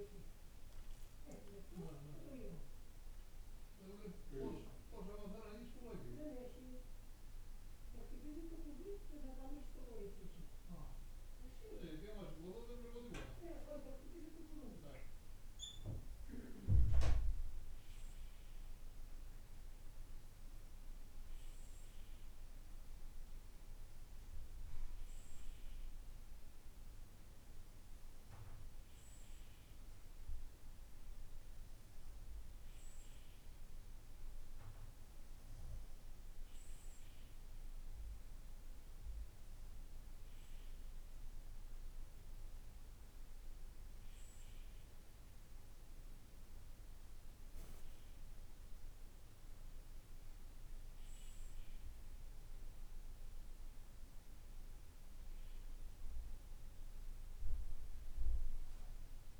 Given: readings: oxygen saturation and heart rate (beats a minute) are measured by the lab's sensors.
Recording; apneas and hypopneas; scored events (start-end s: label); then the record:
breathing in sleep by a room microphone; none
0.00-5.00 s: tachycardia (device-marked, heart rate 115 extreme)
1.00-3.00 s: long interval between heartbeats (device-marked, heart rate 55 before, 94 extreme)
6.00-8.00 s: long interval between heartbeats (device-marked, heart rate 69 before, 118 extreme)
From the record:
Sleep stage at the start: N2 (light sleep); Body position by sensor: on the right side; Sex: male